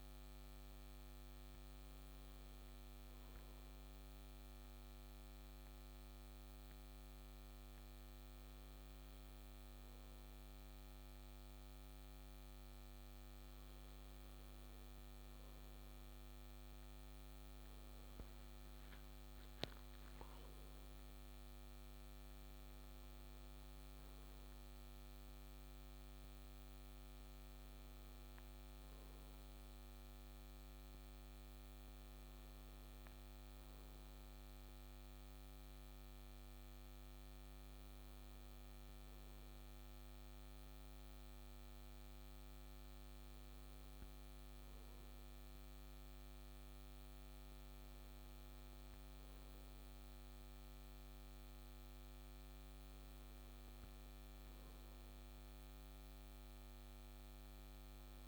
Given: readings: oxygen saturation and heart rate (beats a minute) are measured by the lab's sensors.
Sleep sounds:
breathing in sleep, hard to hear, by a microphone on the trachea; none
none scored
From the record:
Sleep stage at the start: N1 (lightest sleep); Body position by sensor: on the back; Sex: male

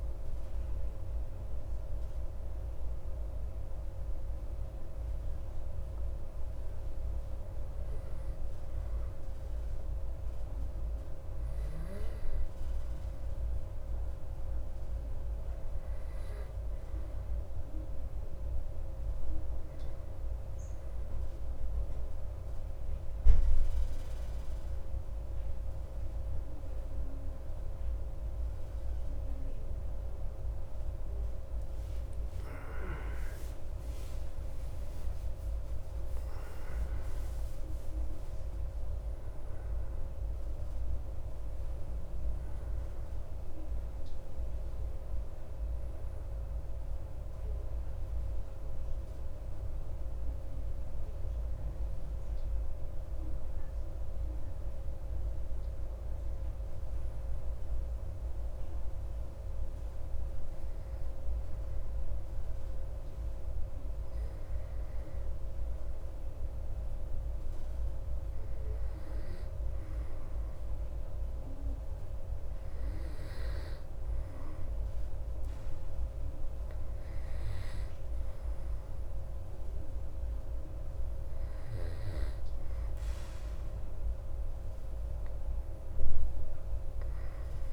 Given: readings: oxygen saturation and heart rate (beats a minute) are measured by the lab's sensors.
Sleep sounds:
breathing in sleep, hard to hear, by a room microphone; 1
31.50-35.50 s: arousal
53.50-66.50 s: hypopnea (oxygen 95% before, 94% lowest)
69.50-73.50 s: arousal
From the record:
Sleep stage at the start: N2 (light sleep); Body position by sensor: on the back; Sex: male

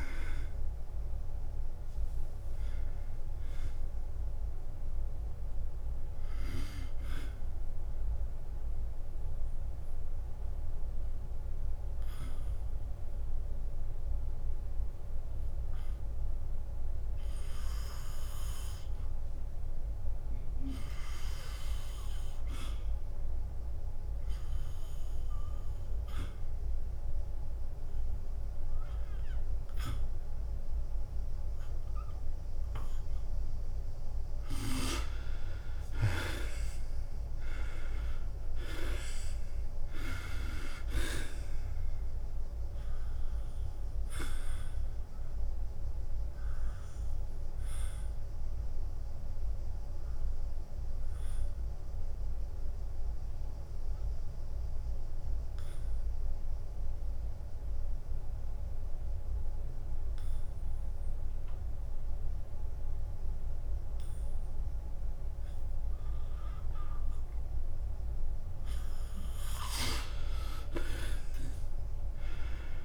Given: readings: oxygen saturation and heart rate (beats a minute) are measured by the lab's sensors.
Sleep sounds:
breathing in sleep by a room microphone; 2
0.00-6.00 s: drop in pulse transit time (device-marked, heart rate 92 extreme)
6.00-33.00 s: obstructive apnea (oxygen 98% before, 75% lowest, heart rate 96 before, 85 extreme, up 6 after)
12.00-18.00 s: oxygen desaturation (device-marked, oxygen 93% before, 75% lowest, heart rate 97 before, 85 extreme)
35.00-63.00 s: oxygen desaturation (device-marked, oxygen 97% before, 85% lowest, heart rate 88 before, 85 extreme)
35.50-39.50 s: arousal
37.00-50.00 s: drop in pulse transit time (device-marked, heart rate 88 before, 90 extreme)
45.00-68.00 s: obstructive apnea (oxygen 98% before, 84% lowest, heart rate 90 before, 85 extreme, up 4 after)
70.00-72.85 s: drop in pulse transit time (device-marked, heart rate 89 before, 85 extreme)
71.00-72.85 s: arousal
From the record:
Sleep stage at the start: N2 (light sleep); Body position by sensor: on the back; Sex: male

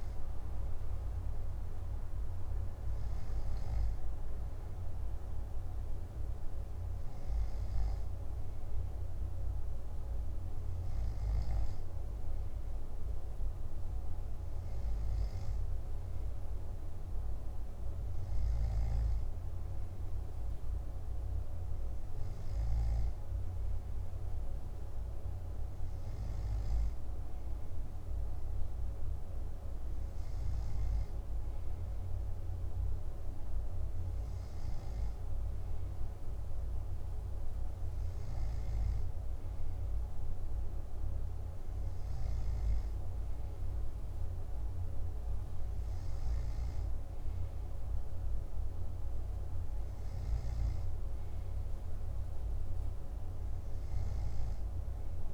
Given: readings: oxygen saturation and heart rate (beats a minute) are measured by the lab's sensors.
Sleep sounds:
breathing in sleep, hard to hear, by a room microphone; none
none scored
From the record:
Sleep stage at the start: N2 (light sleep); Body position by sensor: on the back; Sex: male

